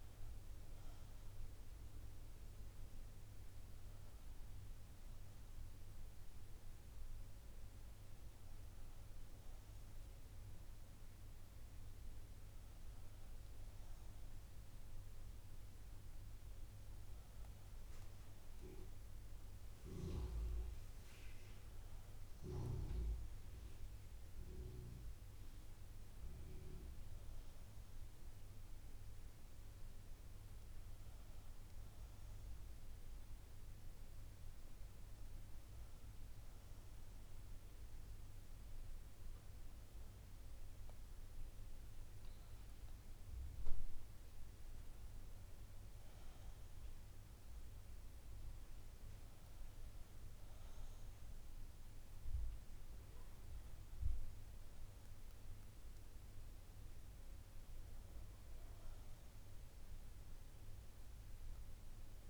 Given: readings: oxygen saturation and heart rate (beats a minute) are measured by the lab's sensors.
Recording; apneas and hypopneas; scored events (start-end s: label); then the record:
breathing in sleep, hard to hear, by a room microphone; none
0.00-15.50 s: oxygen desaturation (device-marked, oxygen 90% lowest, heart rate 61 extreme)
From the record:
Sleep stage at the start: N2 (light sleep); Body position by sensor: on the back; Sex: female